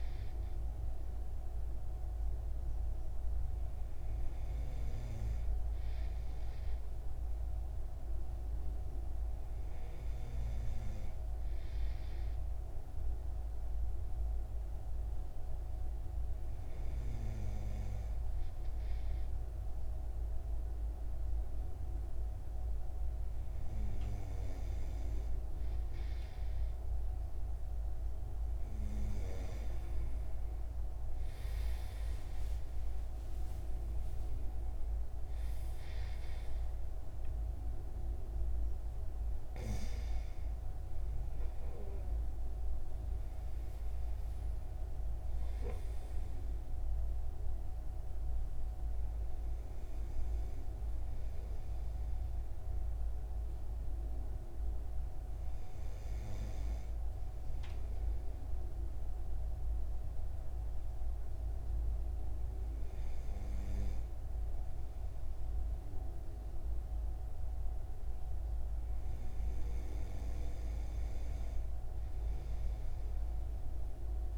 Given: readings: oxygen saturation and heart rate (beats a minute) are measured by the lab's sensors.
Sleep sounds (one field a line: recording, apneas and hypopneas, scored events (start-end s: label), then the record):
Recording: breathing in sleep, hard to hear, by a room microphone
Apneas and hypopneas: none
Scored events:
none scored
From the record:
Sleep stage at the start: N2 (light sleep)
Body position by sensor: on the right side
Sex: male